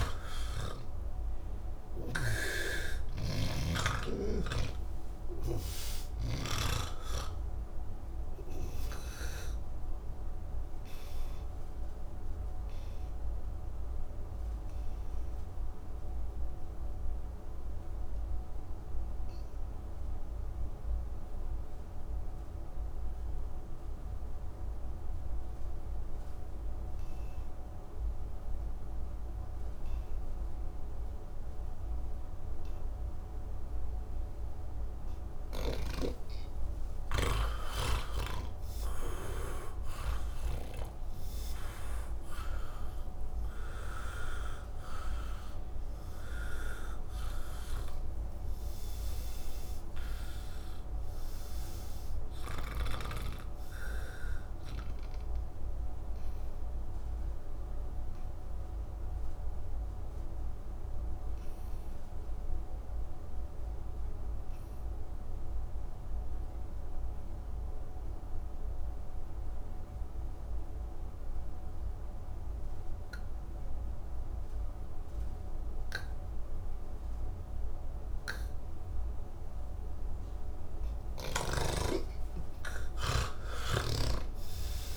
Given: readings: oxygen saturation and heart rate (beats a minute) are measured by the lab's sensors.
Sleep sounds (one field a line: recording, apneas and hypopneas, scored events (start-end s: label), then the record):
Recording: breathing in sleep by a room microphone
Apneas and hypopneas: 2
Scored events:
0.00-6.50 s: snoring (device-marked)
0.00-23.00 s: oxygen desaturation (device-marked, oxygen 80% lowest, heart rate 68 extreme)
8.50-35.50 s: obstructive apnea (oxygen 98% before, 80% lowest, heart rate 130 before, 68 extreme, up 46 after)
29.00-84.97 s: new sleep stage, N3 (deep sleep)
31.00-65.00 s: oxygen desaturation (device-marked, oxygen 99% before, 82% lowest, heart rate 109 before, 78 extreme)
54.00-80.00 s: obstructive apnea (oxygen 99% before, 82% lowest, heart rate 159 before, 78 extreme)
76.00-84.97 s: oxygen desaturation (device-marked, oxygen 98% before, 82% lowest, heart rate 120 before, 95 extreme)
From the record:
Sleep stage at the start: N2 (light sleep)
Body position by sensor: on the back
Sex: male